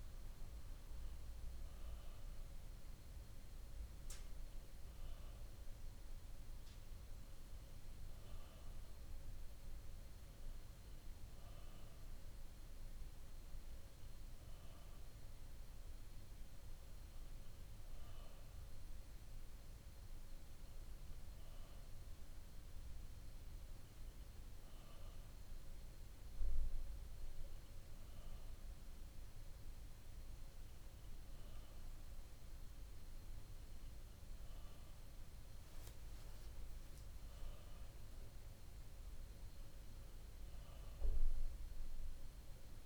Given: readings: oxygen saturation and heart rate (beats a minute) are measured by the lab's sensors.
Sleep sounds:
breathing in sleep, hard to hear, by a room microphone; none
none scored
From the record:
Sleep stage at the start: N2 (light sleep); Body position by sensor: on the back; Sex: male

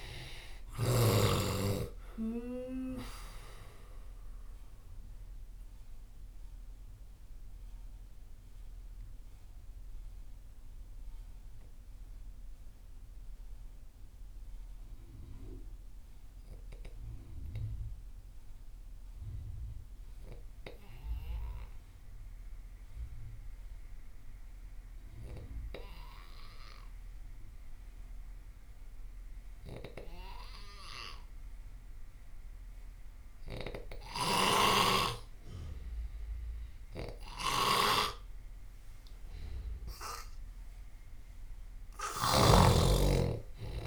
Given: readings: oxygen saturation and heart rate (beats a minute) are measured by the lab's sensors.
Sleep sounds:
breathing in sleep by a room microphone; 1
0.00-1.00 s: snoring (device-marked)
0.00-20.00 s: oxygen desaturation (device-marked, oxygen 85% lowest)
5.00-38.50 s: obstructive apnea (oxygen 98% before, 85% lowest)
33.50-42.50 s: snoring (device-marked)
35.00-43.86 s: oxygen desaturation (device-marked, oxygen 98% before, 89% lowest)
40.50-43.86 s: arousal
From the record:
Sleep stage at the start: N2 (light sleep); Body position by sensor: on the left side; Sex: male

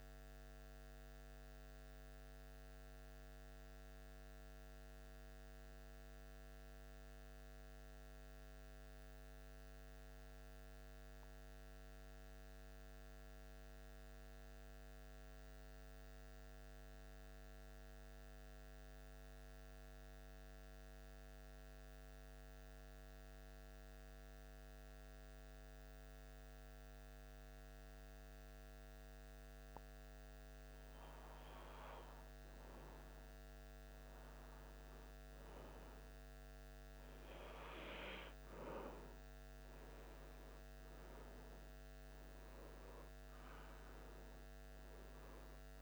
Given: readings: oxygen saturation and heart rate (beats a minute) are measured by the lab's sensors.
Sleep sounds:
breathing in sleep, hard to hear, by a microphone on the trachea; 1
5.50-30.00 s: obstructive apnea (oxygen 96% before, 88% lowest, heart rate 78 before, 74 extreme, up 2 after)
13.00-36.00 s: oxygen desaturation (device-marked, oxygen 97% before, 88% lowest, heart rate 77 before, 74 extreme)
33.00-38.50 s: arousal
From the record:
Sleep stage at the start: N2 (light sleep); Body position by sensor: on the back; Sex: male

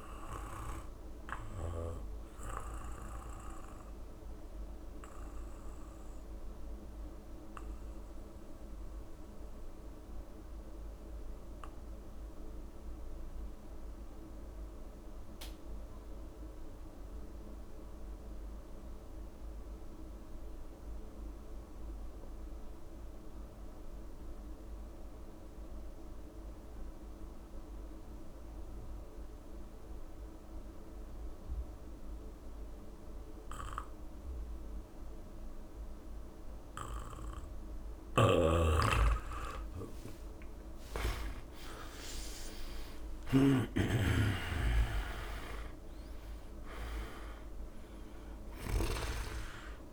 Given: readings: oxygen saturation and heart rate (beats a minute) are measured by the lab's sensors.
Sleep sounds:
breathing in sleep by a room microphone; 1
0.00-12.50 s: oxygen desaturation (device-marked, oxygen 84% lowest, heart rate 63 extreme)
2.00-39.00 s: mixed apnea (oxygen 98% before, 84% lowest, heart rate 49 before, 56 extreme, up 15 after)
34.50-49.93 s: oxygen desaturation (device-marked, oxygen 98% before, 84% lowest, heart rate 67 before, 56 extreme)
37.50-49.00 s: snoring (device-marked)
39.50-41.50 s: long interval between heartbeats (device-marked, heart rate 67 before, 69 extreme)
40.50-44.50 s: arousal
43.00-45.00 s: long interval between heartbeats (device-marked, heart rate 66 before, 70 extreme)
From the record:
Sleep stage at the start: N2 (light sleep); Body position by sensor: on the back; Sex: male

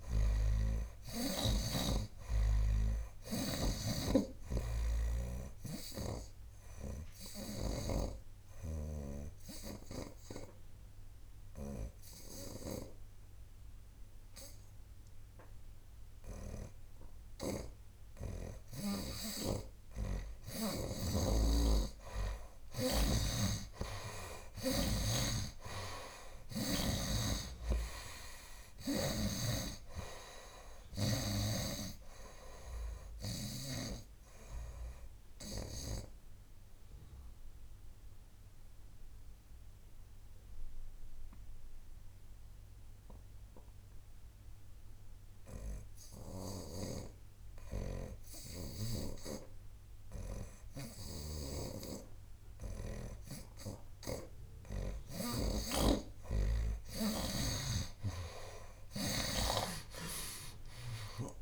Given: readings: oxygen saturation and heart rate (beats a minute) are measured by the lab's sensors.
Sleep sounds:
breathing in sleep by a room microphone; 2
0.00-14.00 s: oxygen desaturation (device-marked, oxygen 67% lowest, heart rate 70 extreme)
4.00-21.00 s: snoring (device-marked)
7.50-19.00 s: obstructive apnea (oxygen 76% before, 67% lowest, heart rate 81 before, 70 extreme, up 7 after)
23.00-27.00 s: snoring (device-marked)
24.00-53.00 s: oxygen desaturation (device-marked, oxygen 91% before, 77% lowest, heart rate 73 before, 68 extreme)
26.00-30.00 s: arousal
31.50-36.00 s: snoring (device-marked)
34.00-48.00 s: obstructive apnea (oxygen 91% before, 77% lowest, heart rate 75 before, 71 extreme, up 1 after)
52.00-56.00 s: arousal
54.00-61.42 s: snoring (device-marked)
55.00-61.42 s: oxygen desaturation (device-marked, oxygen 95% before, 82% lowest, heart rate 74 before, 65 extreme)
From the record:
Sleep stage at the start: N2 (light sleep); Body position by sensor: on the right side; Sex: male

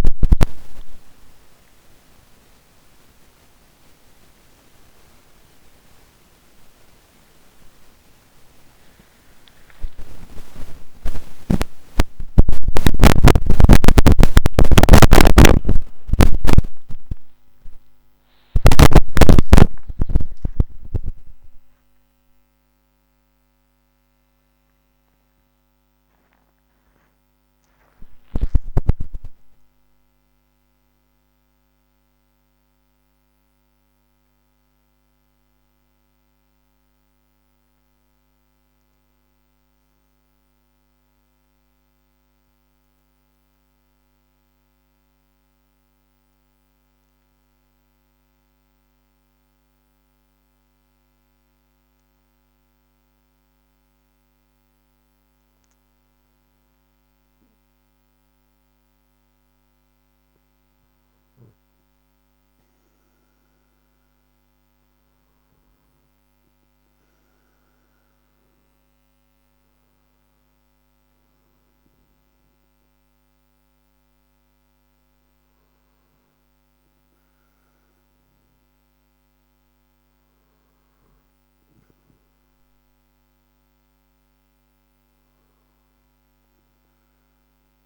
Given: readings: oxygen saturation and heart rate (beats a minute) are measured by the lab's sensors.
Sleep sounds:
a person awake in a sleep study, by a microphone on the trachea; none
60.00-87.86 s: new sleep stage, N2 (light sleep)
From the record:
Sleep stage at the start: awake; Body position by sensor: on the back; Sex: male

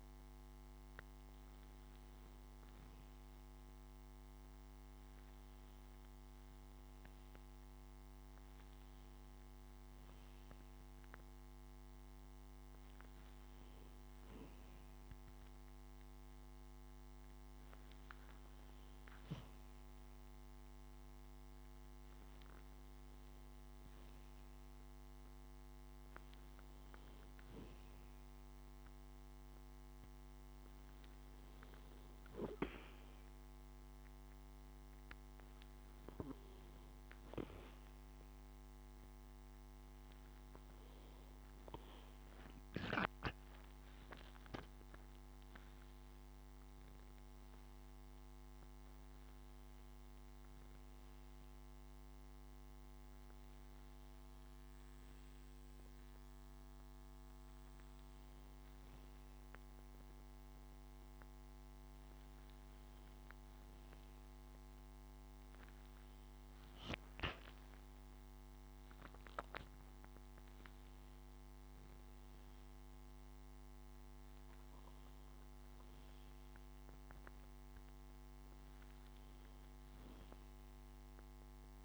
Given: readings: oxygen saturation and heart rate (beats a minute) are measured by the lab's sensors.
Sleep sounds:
breathing in sleep by a microphone on the trachea; none
44.00-48.50 s: arousal
From the record:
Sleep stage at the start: N2 (light sleep); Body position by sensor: on the back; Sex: male

